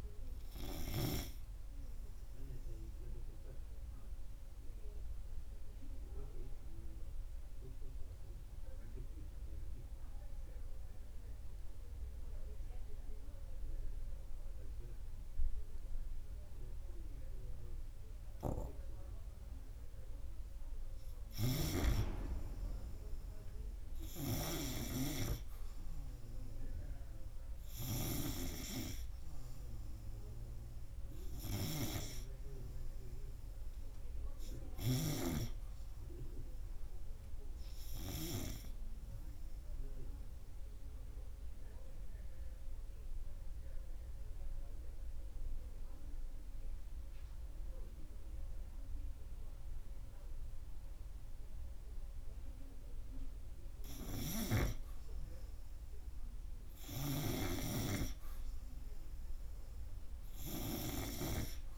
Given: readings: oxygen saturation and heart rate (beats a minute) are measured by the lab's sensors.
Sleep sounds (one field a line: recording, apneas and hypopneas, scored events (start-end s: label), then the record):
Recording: breathing in sleep by a room microphone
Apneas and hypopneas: 2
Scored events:
5.00-20.00 s: obstructive apnea (oxygen 99% before, 94% lowest, heart rate 86 before, 78 extreme, up 0 after)
22.00-26.00 s: arousal
41.00-55.00 s: obstructive apnea (oxygen 98% before, 91% lowest, heart rate 82 before, 82 extreme, up 3 after)
57.00-60.50 s: arousal
From the record:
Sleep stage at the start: N2 (light sleep)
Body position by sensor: on the right side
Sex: male